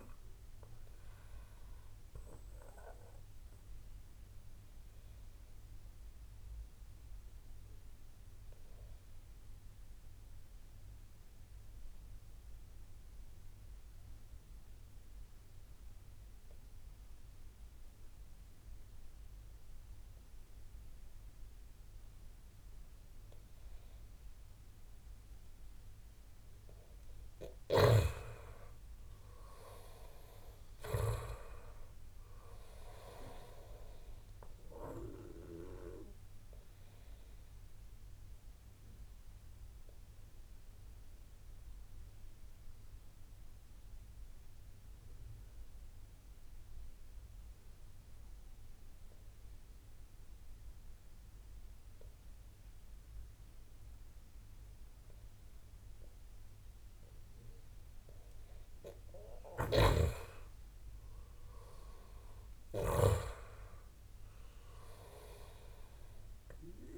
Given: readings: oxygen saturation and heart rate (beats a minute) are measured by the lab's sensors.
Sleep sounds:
breathing in sleep by a room microphone; 2
0.50-25.00 s: obstructive apnea (oxygen 95% before, 89% lowest)
3.50-18.50 s: oxygen desaturation (device-marked, oxygen 94% before, 89% lowest)
28.00-32.00 s: arousal
32.50-55.50 s: oxygen desaturation (device-marked, oxygen 95% before, 90% lowest, heart rate 48 before, 29 extreme)
36.50-57.00 s: obstructive apnea (oxygen 96% before, 89% lowest, heart rate 49 before, 29 extreme, up 15 after)
60.00-63.00 s: arousal
64.50-66.98 s: oxygen desaturation (device-marked, oxygen 96% before, 90% lowest)
From the record:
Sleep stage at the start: N2 (light sleep); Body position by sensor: on the back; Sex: male

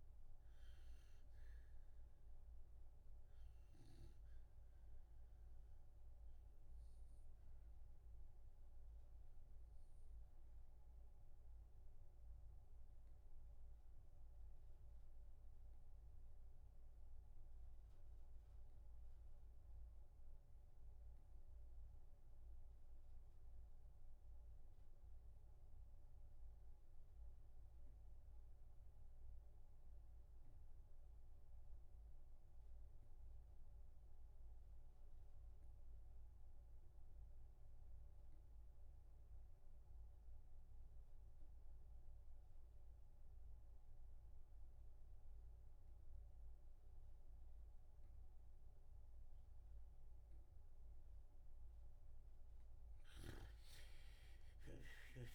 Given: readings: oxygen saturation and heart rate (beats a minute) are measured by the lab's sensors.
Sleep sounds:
breathing in sleep, hard to hear, by a room microphone; 1
0.00-23.00 s: oxygen desaturation (device-marked, oxygen 88% lowest, heart rate 54 extreme)
9.00-51.00 s: obstructive apnea (oxygen 95% before, 83% lowest, heart rate 65 before, 54 extreme, up 7 after)
47.00-55.35 s: oxygen desaturation (device-marked, oxygen 95% before, 83% lowest, heart rate 56 before, 55 extreme)
53.50-55.35 s: arousal
From the record:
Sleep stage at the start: REM sleep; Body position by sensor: on the back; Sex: male

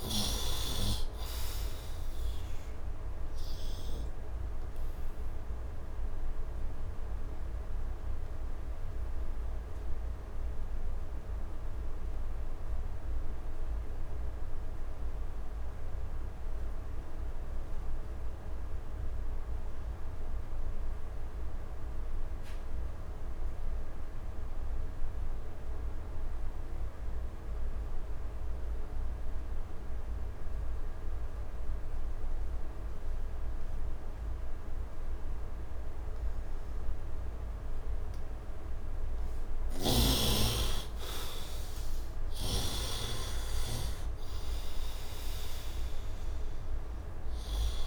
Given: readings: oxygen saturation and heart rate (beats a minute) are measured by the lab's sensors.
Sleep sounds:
breathing in sleep by a room microphone; 1
0.00-1.00 s: arousal
0.00-19.50 s: oxygen desaturation (device-marked, oxygen 77% lowest, heart rate 59 extreme)
5.00-39.00 s: obstructive apnea (oxygen 99% before, 72% lowest, heart rate 78 before, 60 extreme, up 10 after)
28.50-47.87 s: oxygen desaturation (device-marked, oxygen 99% before, 72% lowest, heart rate 67 before, 68 extreme)
41.00-44.50 s: arousal
From the record:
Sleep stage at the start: N2 (light sleep); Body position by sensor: on the right side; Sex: male

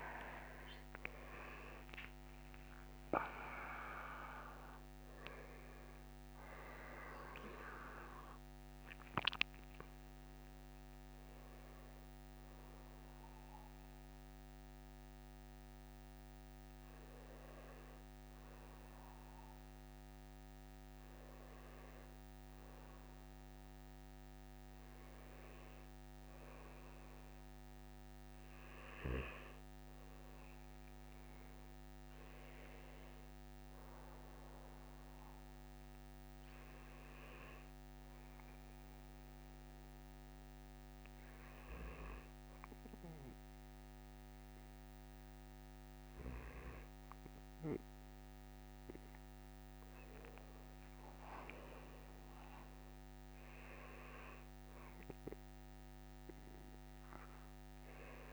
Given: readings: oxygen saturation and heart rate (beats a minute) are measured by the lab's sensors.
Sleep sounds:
breathing in sleep by a microphone on the trachea; 1
0.00-1.50 s: tachycardia (device-marked, heart rate 143 extreme)
2.50-4.50 s: tachycardia (device-marked, heart rate 32 before, 118 extreme)
13.50-58.33 s: new sleep stage, REM sleep
37.00-49.50 s: hypopnea (oxygen 97% before, 93% lowest, heart rate 58 before, 58 extreme, up 8 after)
52.00-55.50 s: arousal
From the record:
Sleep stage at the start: N2 (light sleep); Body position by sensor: on the back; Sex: male

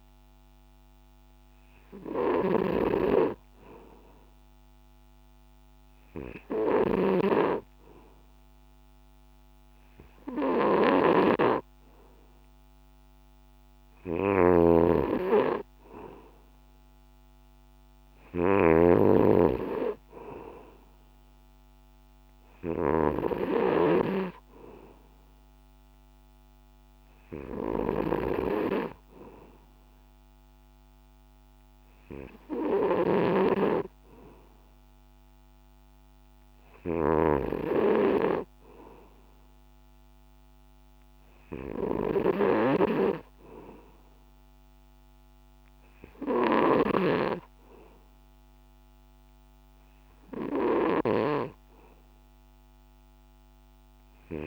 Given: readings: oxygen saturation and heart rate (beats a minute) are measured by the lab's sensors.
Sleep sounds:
breathing in sleep by a microphone on the trachea; none
0.00-54.47 s: snoring (device-marked)
From the record:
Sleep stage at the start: N2 (light sleep); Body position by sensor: on the back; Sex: male

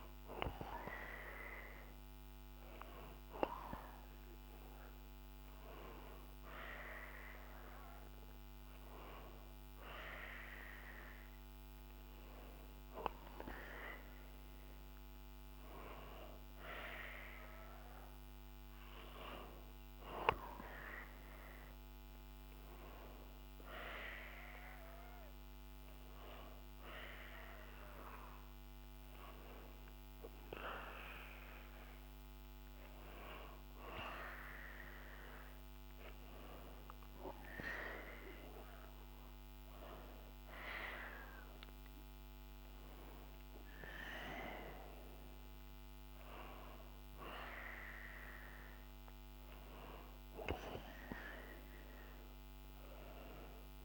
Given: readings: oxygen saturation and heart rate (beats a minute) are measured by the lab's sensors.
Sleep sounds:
breathing in sleep by a microphone on the trachea; none
none scored
From the record:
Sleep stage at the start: N1 (lightest sleep); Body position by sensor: on the back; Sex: male

